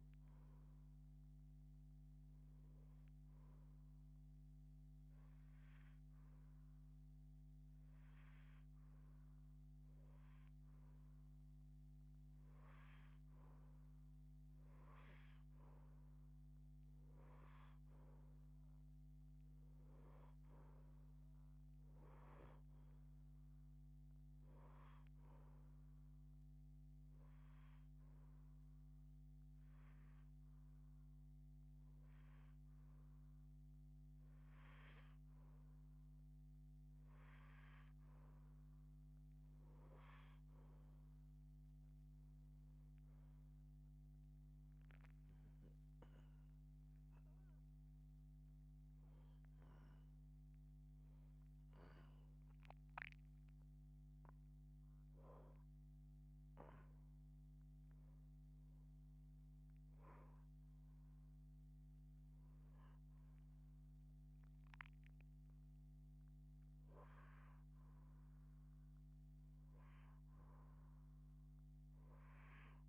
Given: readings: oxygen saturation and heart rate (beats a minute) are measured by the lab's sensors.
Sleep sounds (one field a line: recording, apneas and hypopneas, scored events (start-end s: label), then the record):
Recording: breathing in sleep by a microphone on the trachea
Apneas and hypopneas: 2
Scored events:
3.00-13.00 s: hypopnea (oxygen 95% before, 90% lowest)
15.00-19.00 s: arousal
23.00-42.00 s: oxygen desaturation (device-marked, oxygen 94% before, 90% lowest)
26.50-37.00 s: hypopnea (oxygen 95% before, 90% lowest)
42.50-46.50 s: arousal
From the record:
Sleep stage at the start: N2 (light sleep)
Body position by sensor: on the left side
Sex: female